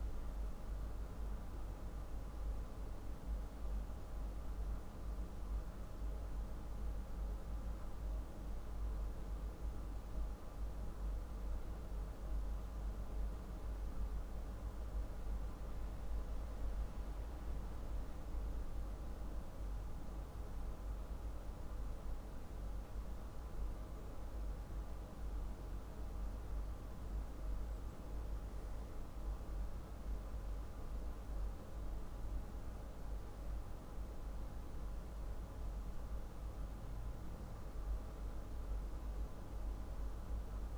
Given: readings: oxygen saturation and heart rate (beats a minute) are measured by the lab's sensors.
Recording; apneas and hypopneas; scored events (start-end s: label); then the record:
breathing in sleep, hard to hear, by a room microphone; none
none scored
From the record:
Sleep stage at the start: N2 (light sleep); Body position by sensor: on the back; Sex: male